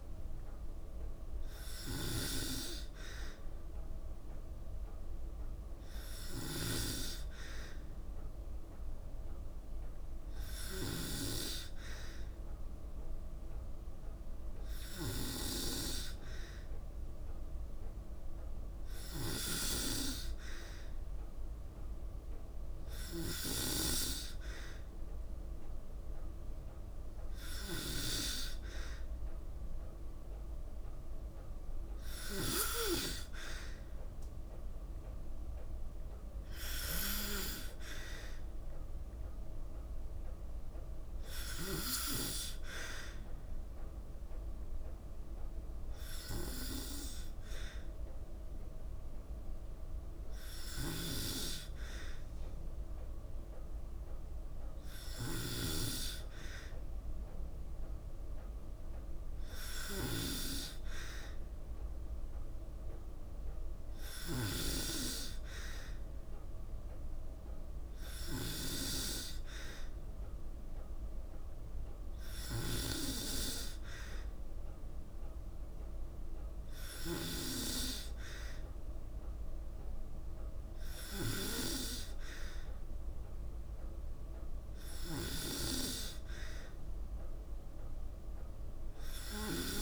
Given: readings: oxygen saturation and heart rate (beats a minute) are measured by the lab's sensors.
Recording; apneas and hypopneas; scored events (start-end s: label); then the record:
breathing in sleep by a room microphone; 1
0.00-10.50 s: snoring (device-marked)
18.50-27.50 s: snoring (device-marked)
38.00-41.50 s: arousal
44.50-58.00 s: hypopnea (oxygen 95% before, 93% lowest, heart rate 56 before, 55 extreme, up 0 after)
50.00-64.00 s: snoring (device-marked)
60.00-63.50 s: arousal
72.00-81.00 s: snoring (device-marked)
From the record:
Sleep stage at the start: N2 (light sleep); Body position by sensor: on the back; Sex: female